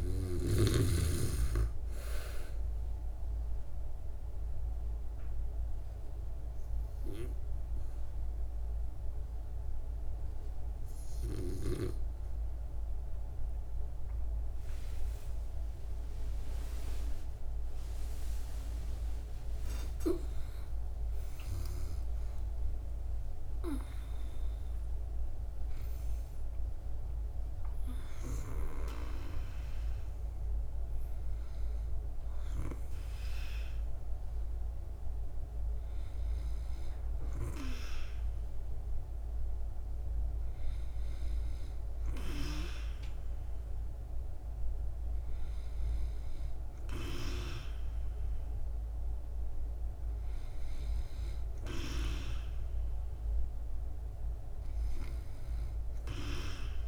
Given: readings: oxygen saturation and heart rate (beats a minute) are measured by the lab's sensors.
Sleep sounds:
breathing in sleep by a room microphone; none
14.50-21.00 s: arousal
18.50-56.88 s: new sleep stage, N2 (light sleep)
From the record:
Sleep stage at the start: N3 (deep sleep); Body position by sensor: on the back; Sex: female

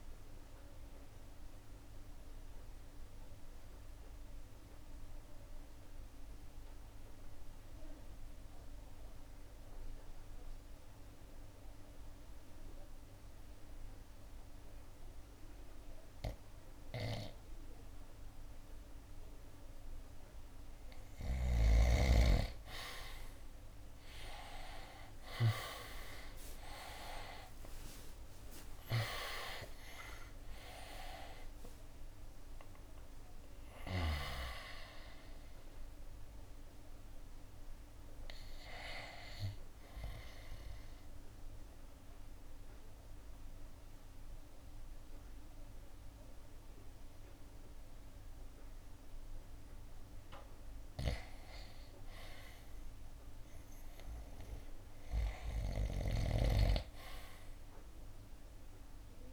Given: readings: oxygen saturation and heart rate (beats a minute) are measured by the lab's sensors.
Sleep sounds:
breathing in sleep by a room microphone; 2
0.00-12.00 s: oxygen desaturation (device-marked, oxygen 79% lowest, heart rate 60 extreme)
1.50-20.50 s: obstructive apnea (oxygen 94% before, 74% lowest, heart rate 72 before, 60 extreme, up 24 after)
14.00-25.00 s: oxygen desaturation (device-marked, oxygen 85% before, 79% lowest, heart rate 68 before, 64 extreme)
24.00-29.50 s: arousal
28.00-42.00 s: drop in pulse transit time (device-marked, heart rate 67 before, 82 extreme)
36.00-53.00 s: oxygen desaturation (device-marked, oxygen 83% before, 74% lowest, heart rate 76 before, 61 extreme)
41.00-51.00 s: mixed apnea (oxygen 85% before, 74% lowest, heart rate 82 before, 61 extreme)
53.50-57.50 s: arousal
From the record:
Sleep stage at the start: REM sleep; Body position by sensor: on the right side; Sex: male

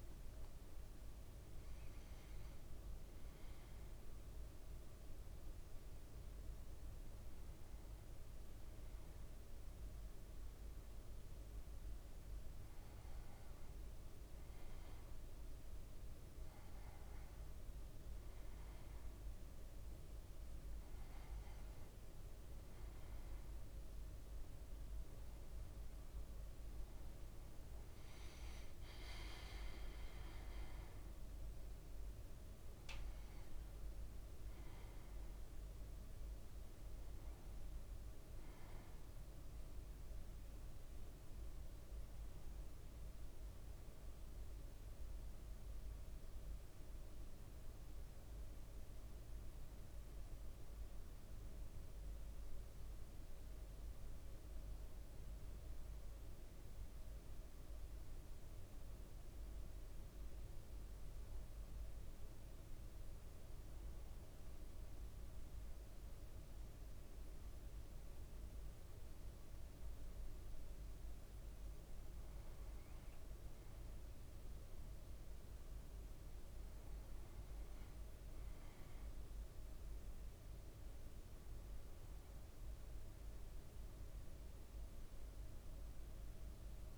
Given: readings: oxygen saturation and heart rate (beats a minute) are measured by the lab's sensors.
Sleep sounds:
breathing in sleep, hard to hear, by a room microphone; 1
39.00-43.00 s: arousal
50.50-69.00 s: hypopnea (oxygen 99% before, 97% lowest, heart rate 57 before, 56 extreme, up 2 after)
70.00-74.50 s: arousal
From the record:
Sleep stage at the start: N2 (light sleep); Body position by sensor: on the back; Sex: male

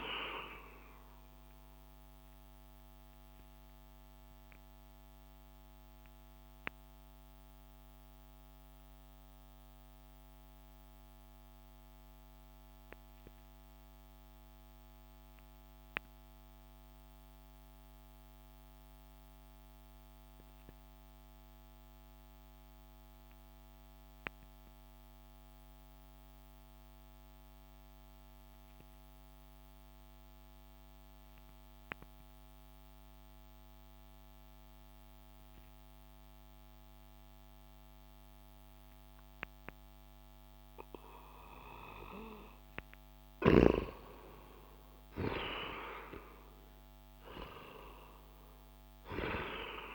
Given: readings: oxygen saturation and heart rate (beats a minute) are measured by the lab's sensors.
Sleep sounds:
breathing in sleep by a microphone on the trachea; 1
0.00-3.50 s: oxygen desaturation (device-marked, oxygen 94% lowest)
2.00-42.50 s: mixed apnea (oxygen 98% before, 89% lowest)
12.50-23.50 s: oxygen desaturation (device-marked, oxygen 95% before, 92% lowest)
37.50-49.95 s: oxygen desaturation (device-marked, oxygen 97% before, 91% lowest)
43.00-49.00 s: snoring (device-marked)
44.00-48.00 s: arousal
From the record:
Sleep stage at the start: N2 (light sleep); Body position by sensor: on the back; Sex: male

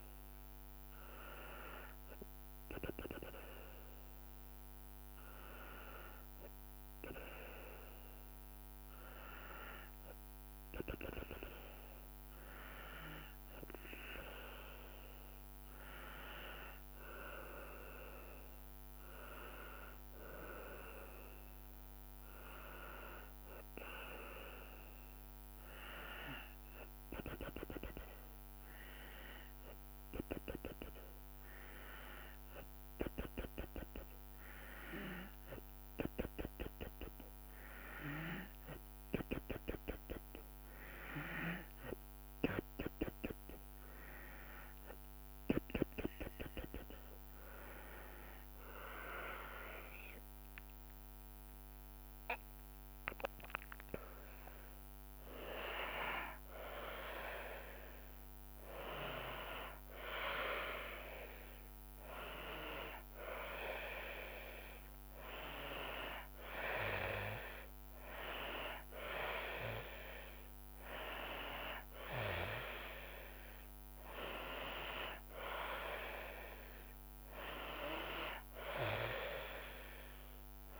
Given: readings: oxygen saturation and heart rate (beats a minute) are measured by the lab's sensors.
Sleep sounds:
breathing in sleep by a microphone on the trachea; none
none scored
From the record:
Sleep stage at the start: N2 (light sleep); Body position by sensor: on the back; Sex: female

